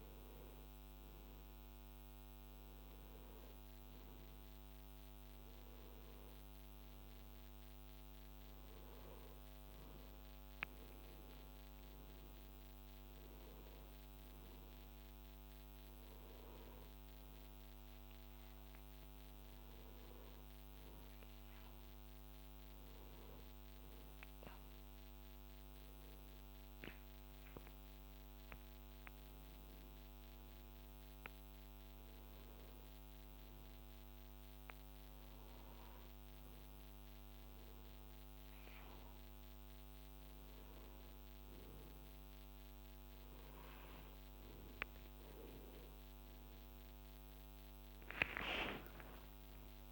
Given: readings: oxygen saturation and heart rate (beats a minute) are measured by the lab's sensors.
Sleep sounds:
a person partly awake in a sleep study, hard to hear, by a microphone on the trachea; none
37.00-49.92 s: new sleep stage, awake
From the record:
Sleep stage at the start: N2 (light sleep); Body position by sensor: on the right side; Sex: male

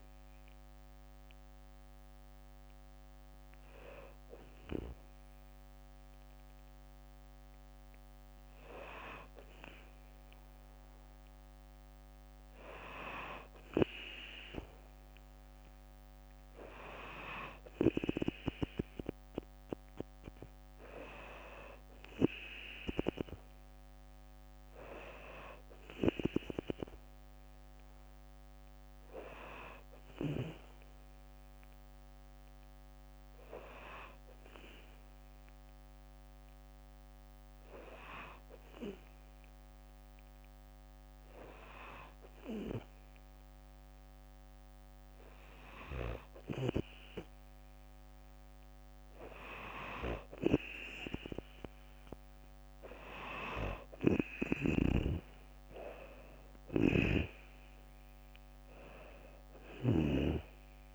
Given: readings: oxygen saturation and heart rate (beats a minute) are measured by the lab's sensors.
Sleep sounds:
breathing in sleep by a microphone on the trachea; 1
36.00-47.00 s: hypopnea (oxygen 98% before, 93% lowest, heart rate 63 before, 61 extreme, up 4 after)
48.50-52.00 s: arousal
49.50-60.95 s: oxygen desaturation (device-marked, oxygen 96% before, 93% lowest, heart rate 62 before, 58 extreme)
56.00-59.50 s: snoring (device-marked)
56.50-60.95 s: drop in pulse transit time (device-marked, heart rate 64 before, 58 extreme)
From the record:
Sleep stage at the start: N2 (light sleep); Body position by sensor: on the back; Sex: female

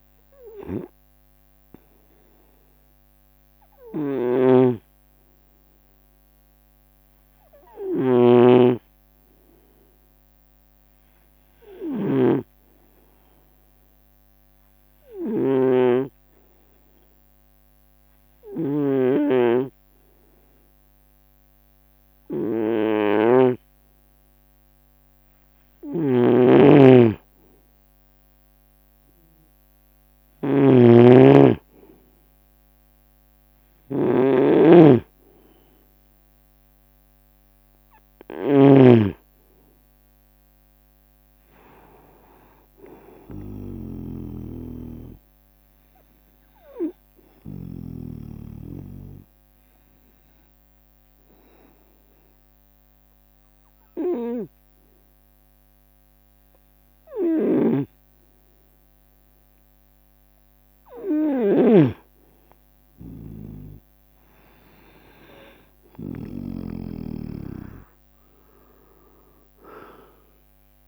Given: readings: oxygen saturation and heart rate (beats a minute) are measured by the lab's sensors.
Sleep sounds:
breathing in sleep by a microphone on the trachea; 2
0.00-8.50 s: oxygen desaturation (device-marked, oxygen 93% lowest, heart rate 71 extreme)
4.50-48.50 s: snoring (device-marked)
6.00-25.00 s: hypopnea (oxygen 97% before, 88% lowest, heart rate 72 before, 72 extreme, up 2 after)
20.50-51.50 s: oxygen desaturation (device-marked, oxygen 95% before, 88% lowest, heart rate 74 before, 73 extreme)
26.50-30.00 s: arousal
29.00-31.00 s: leg movement (device-marked)
42.50-44.50 s: leg movement (device-marked)
46.00-59.50 s: hypopnea (oxygen 94% before, 88% lowest, heart rate 76 before, 73 extreme, up 4 after)
58.00-67.00 s: snoring (device-marked)
63.00-66.00 s: leg movement (device-marked)
65.00-69.50 s: arousal
From the record:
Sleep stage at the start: N2 (light sleep); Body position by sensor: on the right side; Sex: male

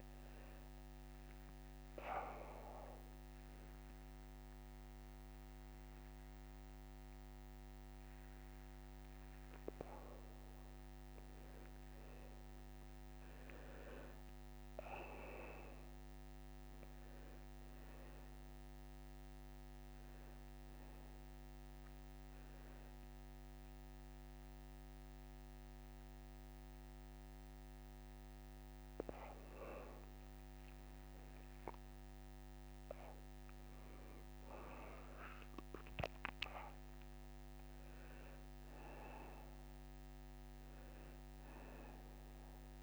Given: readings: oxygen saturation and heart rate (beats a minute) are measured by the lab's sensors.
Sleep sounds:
breathing in sleep by a microphone on the trachea; none
0.00-17.00 s: oxygen desaturation (device-marked, oxygen 85% lowest, heart rate 44 extreme)
17.50-21.50 s: arousal
From the record:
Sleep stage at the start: N2 (light sleep); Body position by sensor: on the back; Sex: male

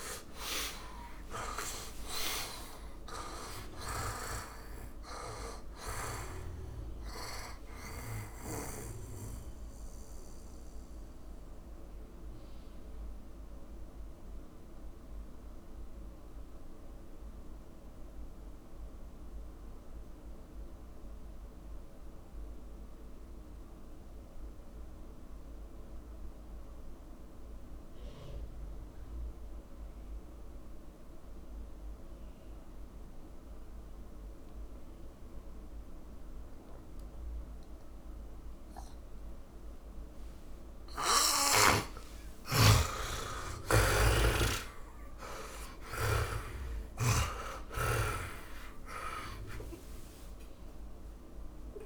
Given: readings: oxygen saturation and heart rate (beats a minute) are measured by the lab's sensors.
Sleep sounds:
breathing in sleep by a room microphone; 1
0.00-29.00 s: oxygen desaturation (device-marked, oxygen 77% lowest, heart rate 46 extreme)
1.00-6.00 s: arousal
11.00-39.50 s: mixed apnea (oxygen 99% before, 76% lowest, heart rate 75 before, 46 extreme, up 19 after)
36.00-51.86 s: oxygen desaturation (device-marked, oxygen 100% before, 76% lowest, heart rate 54 before, 49 extreme)
42.00-48.00 s: arousal
44.00-47.50 s: snoring (device-marked)
47.00-51.86 s: tachycardia (device-marked, heart rate 65 before, 165 extreme)
From the record:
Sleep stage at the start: N2 (light sleep); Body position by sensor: on the back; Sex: male

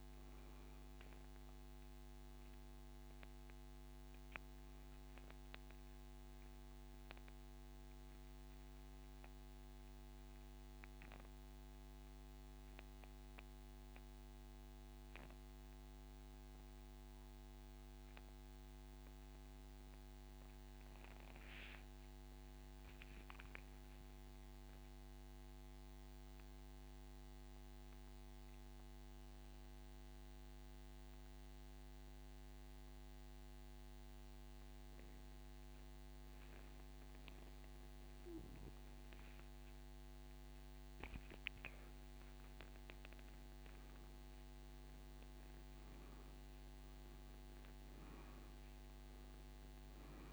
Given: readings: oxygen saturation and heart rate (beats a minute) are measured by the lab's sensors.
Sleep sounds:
breathing in sleep, hard to hear, by a microphone on the trachea; 1
10.50-36.00 s: central apnea (oxygen 97% before, 87% lowest)
18.00-37.00 s: oxygen desaturation (device-marked, oxygen 95% before, 87% lowest)
42.00-45.50 s: arousal
From the record:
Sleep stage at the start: N2 (light sleep); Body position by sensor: on the back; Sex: male

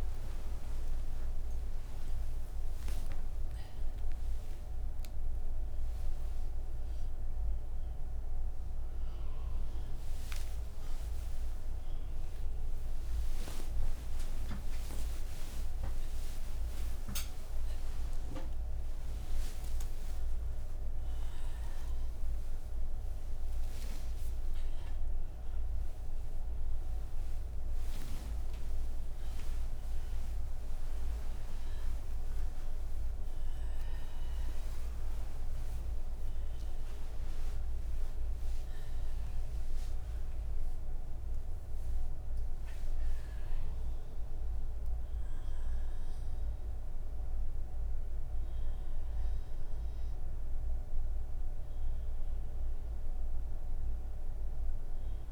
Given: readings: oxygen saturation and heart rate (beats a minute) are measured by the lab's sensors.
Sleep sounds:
breathing in sleep, hard to hear, by a room microphone; none
none scored
From the record:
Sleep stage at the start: N3 (deep sleep); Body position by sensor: on the back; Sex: female

